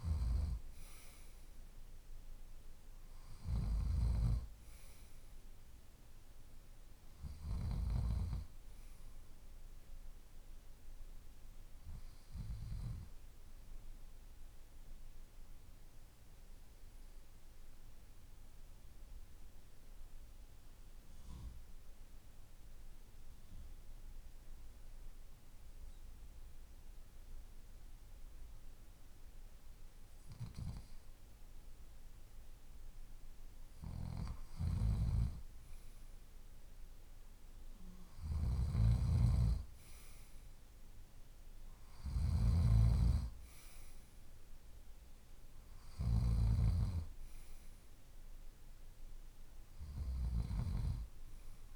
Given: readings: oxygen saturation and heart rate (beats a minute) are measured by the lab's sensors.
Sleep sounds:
breathing in sleep by a room microphone; 1
15.00-27.00 s: oxygen desaturation (device-marked, oxygen 96% before, 91% lowest, heart rate 51 before, 49 extreme)
17.00-34.00 s: obstructive apnea (oxygen 97% before, 91% lowest, heart rate 51 before, 49 extreme, up 2 after)
34.00-46.00 s: snoring (device-marked)
36.50-40.50 s: arousal
From the record:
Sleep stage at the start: N2 (light sleep); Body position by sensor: on the left side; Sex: male

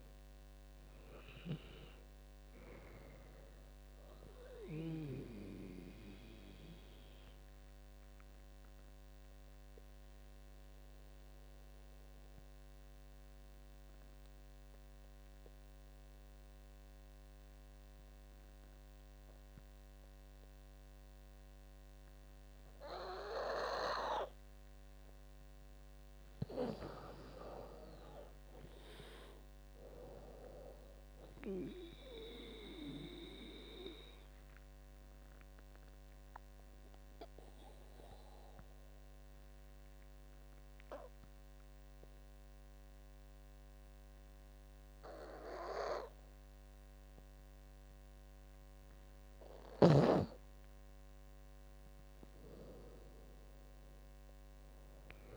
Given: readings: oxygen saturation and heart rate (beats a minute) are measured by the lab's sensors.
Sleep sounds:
breathing in sleep by a microphone on the trachea; 2
0.00-10.00 s: drop in pulse transit time (device-marked, heart rate 76 extreme)
0.00-19.00 s: oxygen desaturation (device-marked, oxygen 98% before, 90% lowest, heart rate 75 before, 67 extreme)
5.50-25.00 s: obstructive apnea (oxygen 98% before, 90% lowest, heart rate 79 before, 67 extreme, up 20 after)
27.00-29.00 s: arousal
28.00-39.00 s: drop in pulse transit time (device-marked, heart rate 73 before, 84 extreme)
28.00-48.00 s: oxygen desaturation (device-marked, oxygen 99% before, 91% lowest, heart rate 73 before, 71 extreme)
33.00-49.00 s: obstructive apnea (oxygen 99% before, 89% lowest, heart rate 77 before, 71 extreme, up 12 after)
51.50-55.00 s: arousal
52.00-55.37 s: drop in pulse transit time (device-marked, heart rate 82 before, 74 extreme)
From the record:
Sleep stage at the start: N2 (light sleep); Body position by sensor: on the back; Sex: female

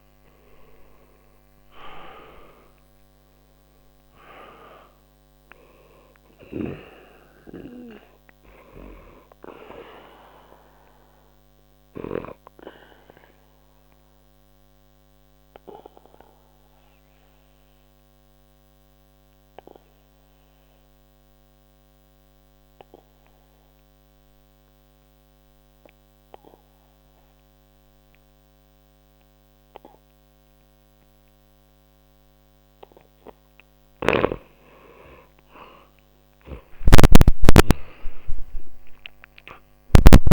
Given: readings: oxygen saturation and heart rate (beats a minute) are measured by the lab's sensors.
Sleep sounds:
breathing in sleep by a microphone on the trachea; 1
0.00-2.00 s: arousal
0.00-29.50 s: oxygen desaturation (device-marked, oxygen 87% lowest, heart rate 59 extreme)
10.00-33.00 s: obstructive apnea (oxygen 97% before, 87% lowest, heart rate 69 before, 59 extreme, up 12 after)
36.00-40.33 s: arousal
From the record:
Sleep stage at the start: N2 (light sleep); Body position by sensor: on the back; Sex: male

